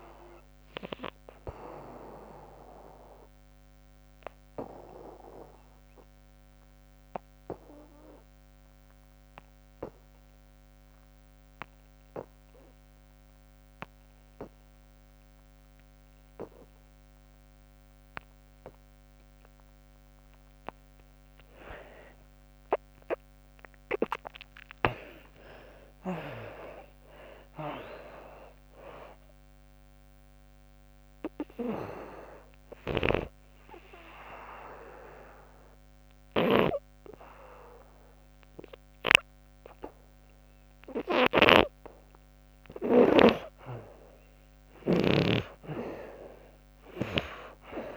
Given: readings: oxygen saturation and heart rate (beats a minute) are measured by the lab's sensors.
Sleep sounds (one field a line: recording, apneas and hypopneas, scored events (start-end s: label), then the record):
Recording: breathing in sleep by a microphone on the trachea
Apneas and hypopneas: 2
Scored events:
0.00-14.50 s: oxygen desaturation (device-marked, oxygen 48% lowest, heart rate 79 extreme)
1.00-20.00 s: obstructive apnea (oxygen 93% before, 48% lowest, heart rate 96 before, 78 extreme, up 30 after)
16.50-42.50 s: oxygen desaturation (device-marked, oxygen 92% before, 55% lowest, heart rate 100 before, 62 extreme)
22.00-26.50 s: arousal
32.50-42.50 s: obstructive apnea (oxygen 92% before, 48% lowest, heart rate 97 before, 62 extreme, up 20 after)
44.50-47.97 s: oxygen desaturation (device-marked, oxygen 93% before, 73% lowest, heart rate 100 before, 62 extreme)
45.00-47.97 s: arousal
From the record:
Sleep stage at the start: REM sleep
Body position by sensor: on the back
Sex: female